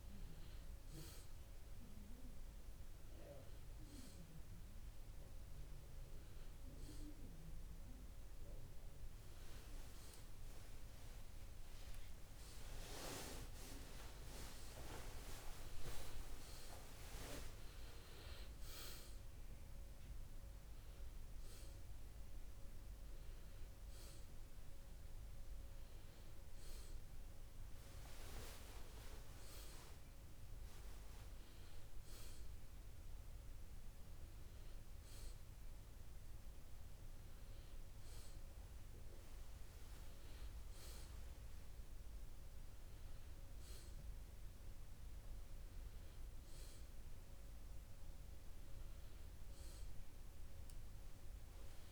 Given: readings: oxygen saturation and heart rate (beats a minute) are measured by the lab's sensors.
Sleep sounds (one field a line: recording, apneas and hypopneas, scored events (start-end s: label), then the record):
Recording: a person awake in a sleep study, by a room microphone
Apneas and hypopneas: none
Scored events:
21.00-51.92 s: new sleep stage, awake
From the record:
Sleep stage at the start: N1 (lightest sleep)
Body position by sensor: on the back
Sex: male